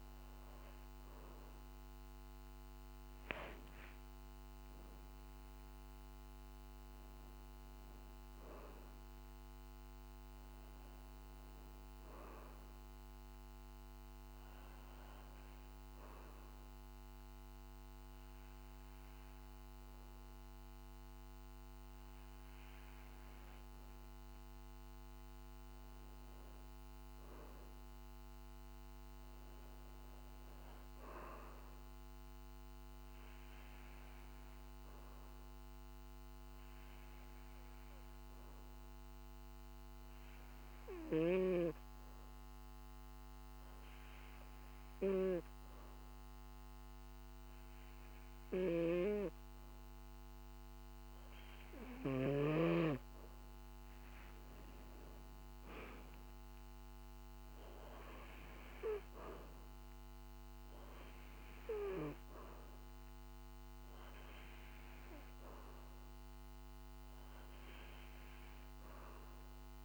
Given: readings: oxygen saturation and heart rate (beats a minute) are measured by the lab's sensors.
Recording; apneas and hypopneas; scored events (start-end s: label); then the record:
breathing in sleep by a microphone on the trachea; 2
1.00-5.00 s: arousal
13.00-24.00 s: obstructive apnea (oxygen 96% before, 92% lowest, heart rate 52 before, 49 extreme, up 2 after)
26.50-30.00 s: arousal
33.50-51.00 s: obstructive apnea (oxygen 96% before, 92% lowest, heart rate 50 before, 49 extreme, up 10 after)
53.00-57.00 s: arousal
From the record:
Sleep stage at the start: N2 (light sleep); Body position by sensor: on the back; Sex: male